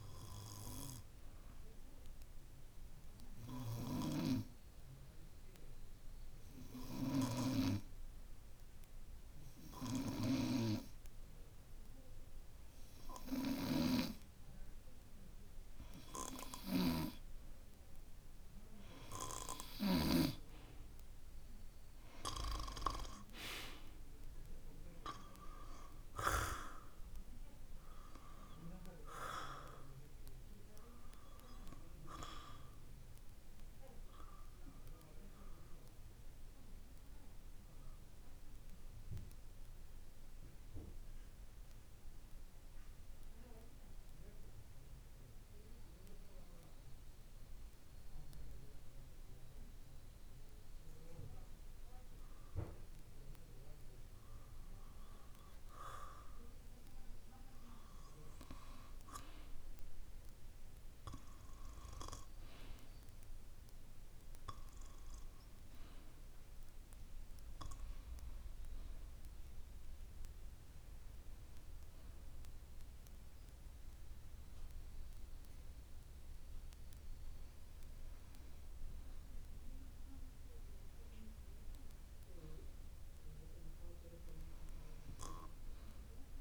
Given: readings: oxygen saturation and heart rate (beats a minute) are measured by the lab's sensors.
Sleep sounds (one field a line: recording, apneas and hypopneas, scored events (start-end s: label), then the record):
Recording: breathing in sleep by a room microphone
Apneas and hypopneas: 2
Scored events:
1.50-18.00 s: hypopnea (oxygen 93% before, 89% lowest, heart rate 52 before, 50 extreme, up 2 after)
19.50-51.50 s: oxygen desaturation (device-marked, oxygen 92% before, 89% lowest, heart rate 54 before, 47 extreme)
20.00-23.00 s: arousal
36.00-56.00 s: obstructive apnea (oxygen 92% before, 89% lowest, heart rate 54 before, 47 extreme, up 5 after)
57.50-61.00 s: arousal
From the record:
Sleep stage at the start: N2 (light sleep)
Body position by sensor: on the back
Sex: male